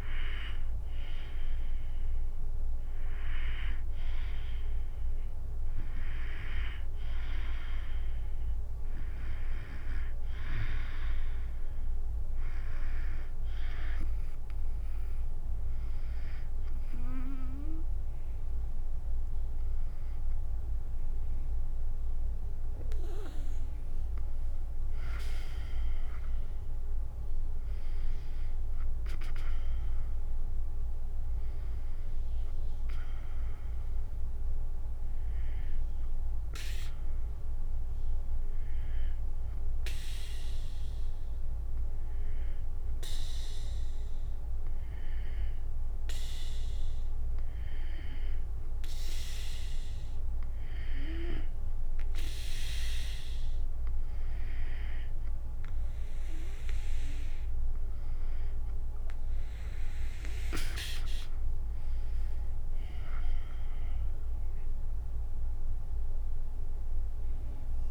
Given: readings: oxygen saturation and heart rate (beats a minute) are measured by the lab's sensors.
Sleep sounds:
breathing in sleep by a room microphone; 1
25.50-29.50 s: arousal
38.00-49.50 s: hypopnea (oxygen 96% before, 93% lowest, heart rate 71 before, 70 extreme, up 7 after)
62.50-67.00 s: arousal
From the record:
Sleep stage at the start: N2 (light sleep); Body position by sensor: on the back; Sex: female

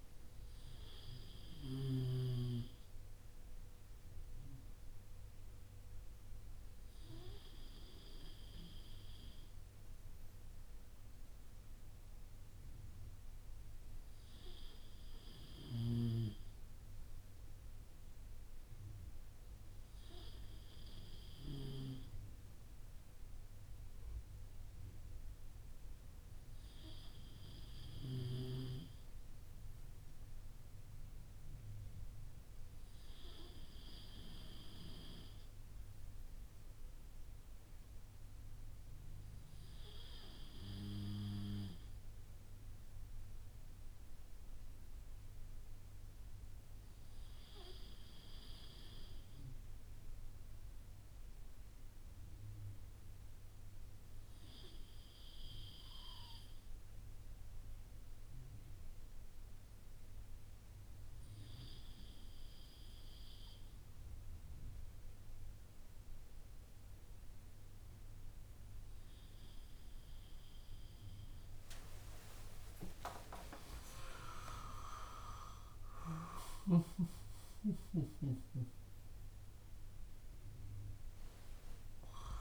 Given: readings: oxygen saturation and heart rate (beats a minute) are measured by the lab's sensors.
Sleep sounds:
breathing in sleep by a room microphone; none
65.50-82.41 s: new sleep stage, N2 (light sleep)
73.00-79.00 s: arousal
From the record:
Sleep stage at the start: N3 (deep sleep); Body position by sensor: on the back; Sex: male

